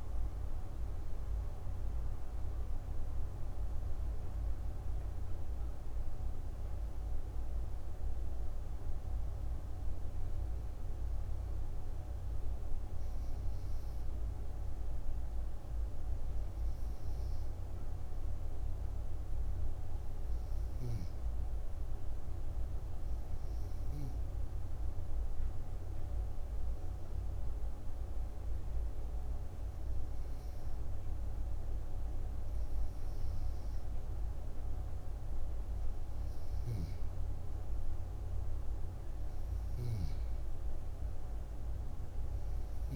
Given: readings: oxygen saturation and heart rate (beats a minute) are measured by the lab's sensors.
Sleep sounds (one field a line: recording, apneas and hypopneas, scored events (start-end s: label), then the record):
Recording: breathing in sleep, hard to hear, by a room microphone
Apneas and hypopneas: 1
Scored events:
0.00-1.50 s: arousal
0.00-27.50 s: oxygen desaturation (device-marked, oxygen 89% lowest, heart rate 58 extreme)
14.50-35.00 s: hypopnea (oxygen 94% before, 89% lowest, heart rate 66 before, 58 extreme, up 7 after)
37.00-42.00 s: arousal
From the record:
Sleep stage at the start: N2 (light sleep)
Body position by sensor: on the back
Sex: female